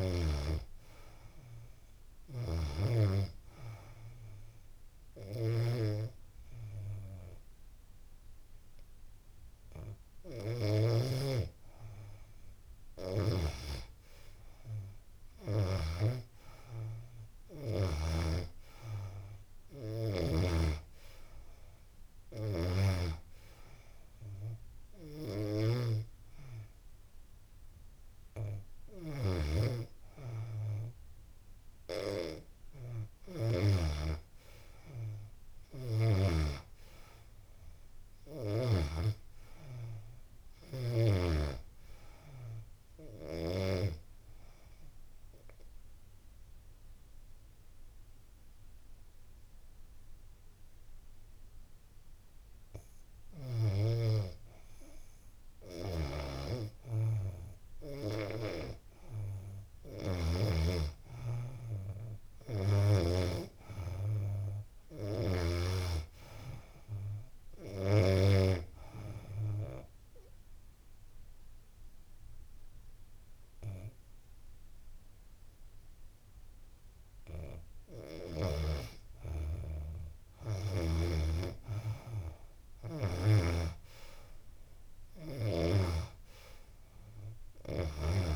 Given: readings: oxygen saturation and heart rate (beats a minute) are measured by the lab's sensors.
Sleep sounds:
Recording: breathing in sleep by a room microphone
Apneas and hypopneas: 2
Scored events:
15.50-27.50 s: oxygen desaturation (device-marked, oxygen 95% before, 92% lowest, heart rate 86 before, 81 extreme)
34.50-38.50 s: arousal
42.50-53.50 s: obstructive apnea (oxygen 95% before, 89% lowest, heart rate 89 before, 78 extreme, up 3 after)
57.50-61.00 s: arousal
59.50-76.50 s: oxygen desaturation (device-marked, oxygen 94% before, 89% lowest, heart rate 84 before, 80 extreme)
68.00-78.00 s: obstructive apnea (oxygen 94% before, 89% lowest, heart rate 82 before, 80 extreme, up 8 after)
82.00-85.50 s: arousal
84.50-88.36 s: oxygen desaturation (device-marked, oxygen 93% before, 89% lowest, heart rate 84 before, 85 extreme)
From the record:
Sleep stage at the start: N2 (light sleep)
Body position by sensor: on the back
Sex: female

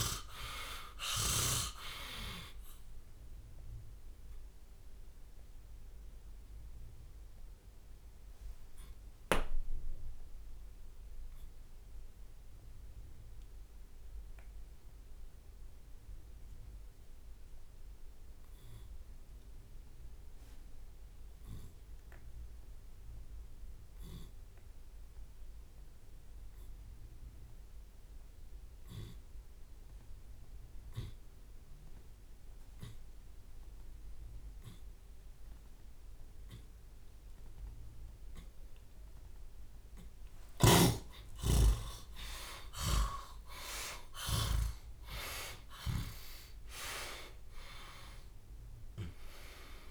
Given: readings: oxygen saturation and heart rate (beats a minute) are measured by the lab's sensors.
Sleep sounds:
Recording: breathing in sleep by a room microphone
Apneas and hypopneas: 1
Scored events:
0.00-2.00 s: arousal
0.00-6.00 s: drop in pulse transit time (device-marked, heart rate 73 extreme)
1.50-3.50 s: long interval between heartbeats (device-marked, heart rate 83 before, 77 extreme)
3.00-18.00 s: oxygen desaturation (device-marked, oxygen 96% before, 85% lowest, heart rate 79 before, 28 extreme)
4.00-6.00 s: long interval between heartbeats (device-marked, heart rate 77 before, 73 extreme)
5.50-39.00 s: obstructive apnea (oxygen 97% before, 66% lowest, heart rate 75 before, 33 extreme, up 55 after)
8.00-19.00 s: drop in pulse transit time (device-marked, heart rate 83 before, 28 extreme)
11.50-13.50 s: long interval between heartbeats (device-marked, heart rate 86 before, 33 extreme)
13.50-15.50 s: long interval between heartbeats (device-marked, heart rate 81 before, 40 extreme)
20.00-34.00 s: oxygen desaturation (device-marked, oxygen 90% before, 72% lowest, heart rate 56 before, 35 extreme)
26.50-28.50 s: long interval between heartbeats (device-marked, heart rate 45 before, 50 extreme)
31.00-42.00 s: drop in pulse transit time (device-marked, heart rate 45 before, 52 extreme)
33.00-35.00 s: long interval between heartbeats (device-marked, heart rate 47 before, 66 extreme)
36.50-38.50 s: long interval between heartbeats (device-marked, heart rate 51 before, 78 extreme)
38.00-43.00 s: tachycardia (device-marked, heart rate 74 before, 103 extreme)
38.50-40.50 s: long interval between heartbeats (device-marked, heart rate 54 before, 74 extreme)
41.00-47.50 s: arousal
41.50-43.50 s: long interval between heartbeats (device-marked, heart rate 60 before, 103 extreme)
From the record:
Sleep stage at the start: N2 (light sleep)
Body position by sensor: on the left side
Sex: male

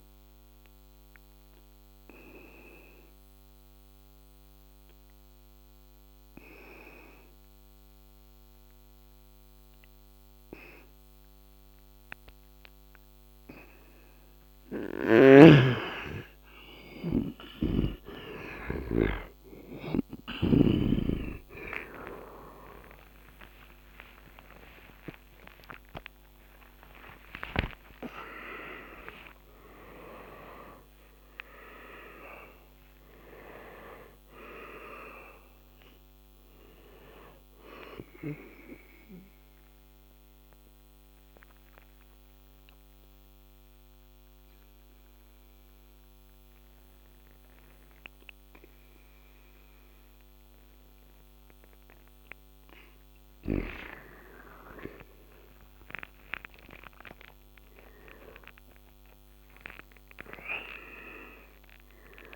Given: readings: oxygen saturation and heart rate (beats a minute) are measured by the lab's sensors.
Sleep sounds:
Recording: breathing in sleep by a microphone on the trachea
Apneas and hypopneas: 2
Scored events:
0.50-15.50 s: obstructive apnea (oxygen 97% before, 92% lowest, heart rate 80 before, 66 extreme, up 11 after)
17.00-21.00 s: arousal
17.50-19.50 s: long interval between heartbeats (device-marked, heart rate 72 before, 66 extreme)
38.50-51.00 s: obstructive apnea (oxygen 97% before, 94% lowest, heart rate 87 before, 71 extreme, up 31 after)
52.50-59.00 s: arousal
53.00-55.00 s: long interval between heartbeats (device-marked, heart rate 83 before, 82 extreme)
55.50-57.50 s: long interval between heartbeats (device-marked, heart rate 82 before, 94 extreme)
59.50-61.50 s: long interval between heartbeats (device-marked, heart rate 82 before, 106 extreme)
From the record:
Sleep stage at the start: N2 (light sleep)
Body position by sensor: on the back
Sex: male

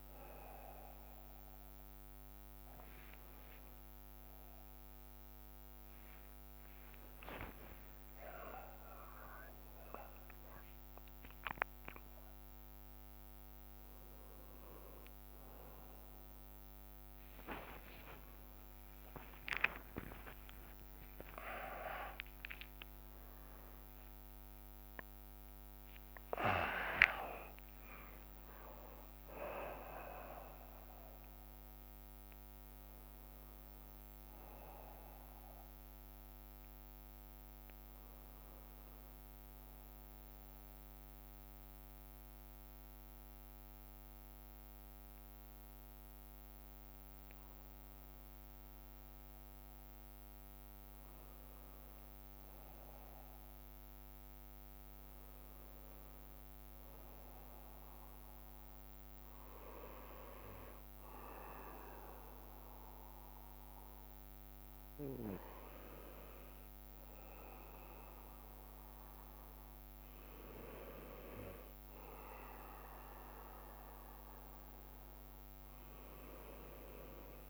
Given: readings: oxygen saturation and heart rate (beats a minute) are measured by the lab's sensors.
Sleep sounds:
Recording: a person partly awake in a sleep study, by a microphone on the trachea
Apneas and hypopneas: 1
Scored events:
0.00-1.50 s: long interval between heartbeats (device-marked)
0.00-15.00 s: bradycardia (device-marked)
2.50-4.50 s: long interval between heartbeats (device-marked)
7.50-9.50 s: long interval between heartbeats (device-marked)
10.50-12.50 s: long interval between heartbeats (device-marked, heart rate 31 before, 38 extreme)
19.00-30.00 s: tachycardia (device-marked, heart rate 52 before, 196 extreme)
21.00-23.00 s: long interval between heartbeats (device-marked, heart rate 50 before, 98 extreme)
23.00-25.00 s: long interval between heartbeats (device-marked, heart rate 56 before, 135 extreme)
25.50-27.50 s: long interval between heartbeats (device-marked, heart rate 65 before, 174 extreme)
27.00-37.00 s: drop in pulse transit time (device-marked, heart rate 79 before, 66 extreme)
28.00-30.00 s: long interval between heartbeats (device-marked, heart rate 86 before, 165 extreme)
33.00-63.00 s: new sleep stage, N1 (lightest sleep)
40.00-51.00 s: bradycardia (device-marked, heart rate 54 before, 55 extreme)
57.00-72.00 s: hypopnea (oxygen 95% before, 91% lowest, heart rate 59 before, 56 extreme, up 2 after)
58.00-68.00 s: bradycardia (device-marked, heart rate 54 before, 58 extreme)
61.00-72.00 s: oxygen desaturation (device-marked, oxygen 95% before, 92% lowest, heart rate 59 before, 56 extreme)
63.00-77.50 s: new sleep stage, N2 (light sleep)
70.00-77.50 s: bradycardia (device-marked, heart rate 54 before, 59 extreme)
From the record:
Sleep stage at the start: awake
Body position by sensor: on the right side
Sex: male

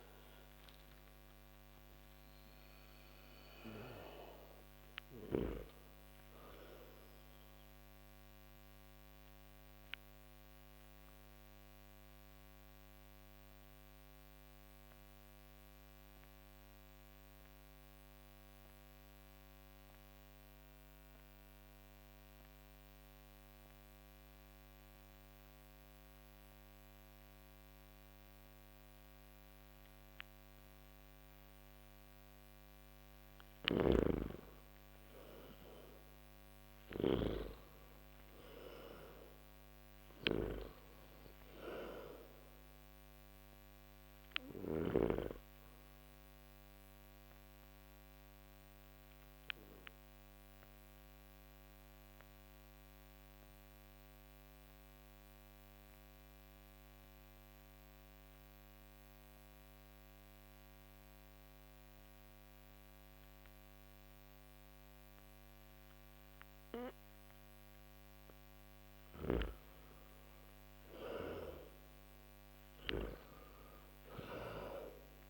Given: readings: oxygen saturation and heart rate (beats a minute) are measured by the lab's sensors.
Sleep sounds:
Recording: breathing in sleep by a microphone on the trachea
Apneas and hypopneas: 2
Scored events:
0.00-27.50 s: oxygen desaturation (device-marked, oxygen 82% lowest)
9.00-33.00 s: mixed apnea (oxygen 98% before, 82% lowest)
33.00-44.50 s: snoring (device-marked)
38.00-41.50 s: arousal
38.50-64.50 s: oxygen desaturation (device-marked, oxygen 98% before, 85% lowest)
48.00-67.50 s: mixed apnea (oxygen 98% before, 85% lowest)
68.00-72.50 s: arousal
From the record:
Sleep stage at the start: N2 (light sleep)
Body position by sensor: on the back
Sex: male

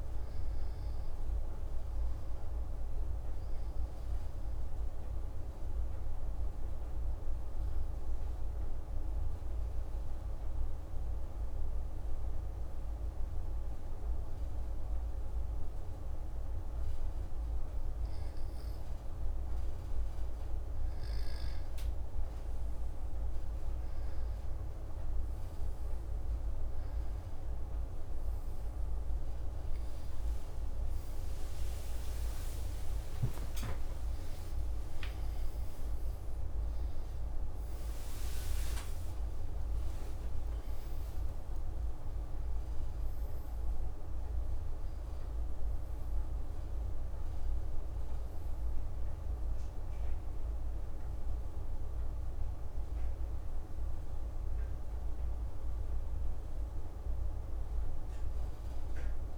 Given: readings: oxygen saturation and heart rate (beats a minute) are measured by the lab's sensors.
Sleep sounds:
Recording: breathing in sleep, hard to hear, by a room microphone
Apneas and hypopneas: 1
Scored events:
0.00-10.50 s: oxygen desaturation (device-marked, oxygen 93% lowest)
3.00-17.00 s: obstructive apnea (oxygen 97% before, 93% lowest)
27.50-48.50 s: oxygen desaturation (device-marked, oxygen 96% before, 93% lowest)
33.00-39.50 s: arousal
36.50-59.38 s: new sleep stage, N1 (lightest sleep)
From the record:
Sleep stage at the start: N2 (light sleep)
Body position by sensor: on the back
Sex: male

